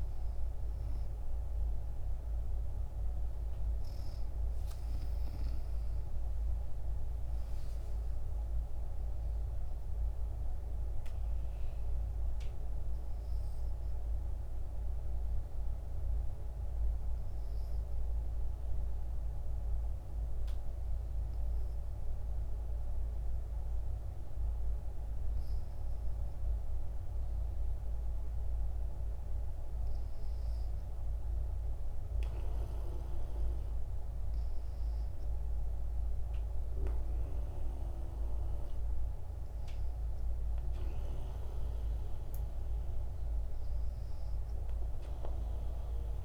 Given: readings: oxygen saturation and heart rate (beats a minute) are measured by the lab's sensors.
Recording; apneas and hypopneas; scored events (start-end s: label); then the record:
breathing in sleep, hard to hear, by a room microphone; 1
0.00-7.00 s: oxygen desaturation (device-marked, oxygen 93% lowest, heart rate 66 extreme)
5.50-8.50 s: arousal
12.00-29.00 s: obstructive apnea (oxygen 96% before, 95% lowest, heart rate 83 before, 66 extreme, up 4 after)
30.00-34.00 s: arousal
From the record:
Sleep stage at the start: N2 (light sleep); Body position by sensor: on the back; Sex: female